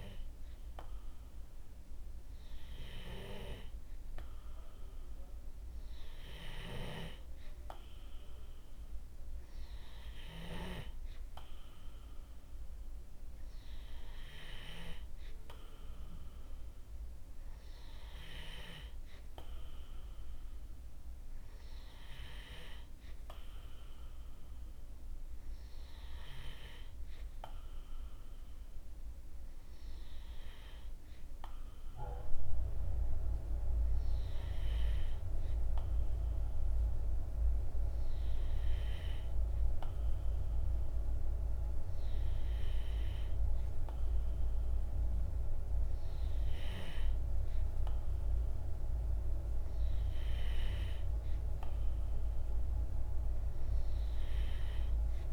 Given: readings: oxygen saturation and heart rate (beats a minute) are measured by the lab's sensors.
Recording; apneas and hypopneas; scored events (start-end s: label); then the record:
breathing in sleep by a room microphone; none
none scored
From the record:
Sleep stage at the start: N2 (light sleep); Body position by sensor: on the back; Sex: male